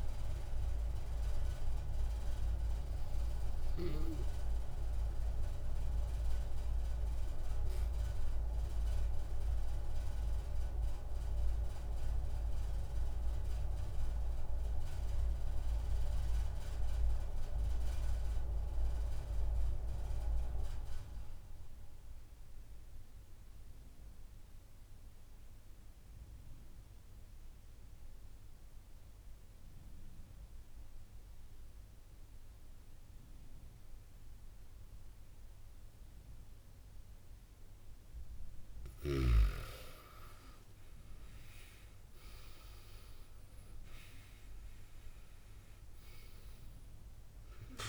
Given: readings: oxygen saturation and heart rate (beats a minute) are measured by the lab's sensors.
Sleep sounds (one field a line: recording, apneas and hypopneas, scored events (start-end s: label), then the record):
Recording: breathing in sleep by a room microphone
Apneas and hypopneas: 1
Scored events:
7.00-38.00 s: obstructive apnea (oxygen 98% before, 92% lowest)
28.00-47.88 s: oxygen desaturation (device-marked, oxygen 98% before, 92% lowest)
40.50-44.00 s: arousal
From the record:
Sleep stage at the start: N2 (light sleep)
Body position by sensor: on the back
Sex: male